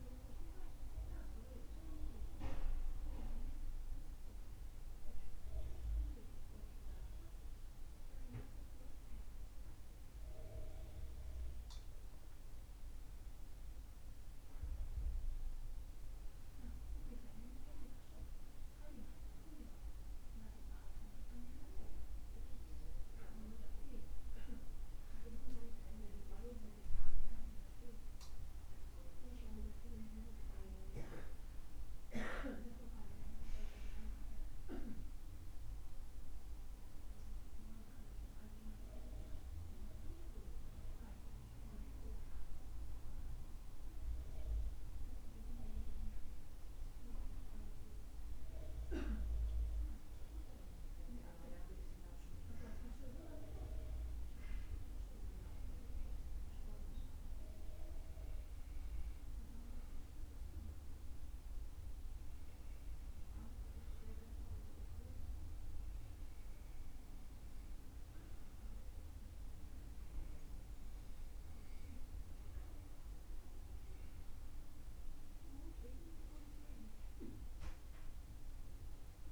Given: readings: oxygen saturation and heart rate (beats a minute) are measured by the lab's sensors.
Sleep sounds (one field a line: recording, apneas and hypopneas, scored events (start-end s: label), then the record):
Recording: breathing in sleep by a room microphone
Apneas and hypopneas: 2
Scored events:
38.50-49.50 s: hypopnea (oxygen 97% before, 95% lowest, heart rate 78 before, 68 extreme, up 6 after)
51.50-55.00 s: arousal
59.50-72.00 s: hypopnea (oxygen 97% before, 95% lowest, heart rate 70 before, 69 extreme, up 4 after)
75.00-78.50 s: arousal
From the record:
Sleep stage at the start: N2 (light sleep)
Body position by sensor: on the back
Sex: male